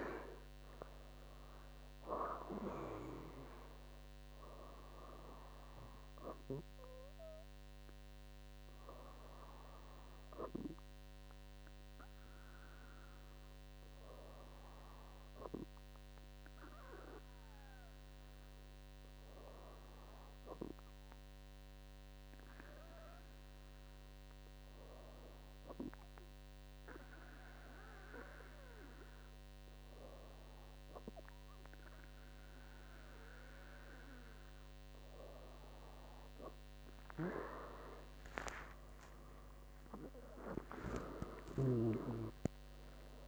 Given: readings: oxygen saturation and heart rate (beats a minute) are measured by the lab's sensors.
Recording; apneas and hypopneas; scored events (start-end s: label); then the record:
breathing in sleep by a microphone on the trachea; none
37.00-41.50 s: arousal
From the record:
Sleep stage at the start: N2 (light sleep); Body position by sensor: on the back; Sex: female